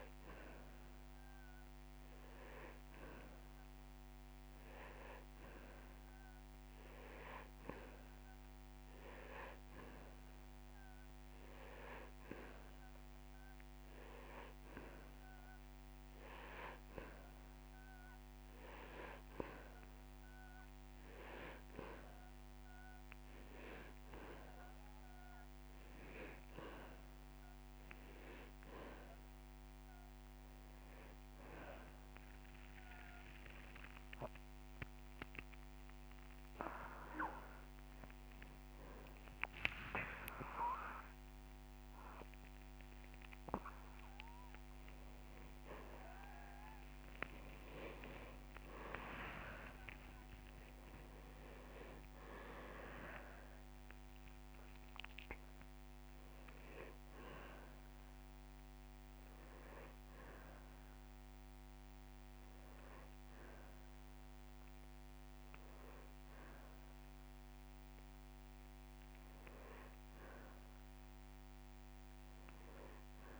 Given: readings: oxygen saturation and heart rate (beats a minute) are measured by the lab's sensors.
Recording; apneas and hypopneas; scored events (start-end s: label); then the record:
breathing in sleep by a microphone on the trachea; none
8.00-10.00 s: long interval between heartbeats (device-marked)
32.00-36.50 s: arousal
50.00-52.00 s: long interval between heartbeats (device-marked)
62.50-71.50 s: drop in pulse transit time (device-marked)
From the record:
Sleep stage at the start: N2 (light sleep); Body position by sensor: on the back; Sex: male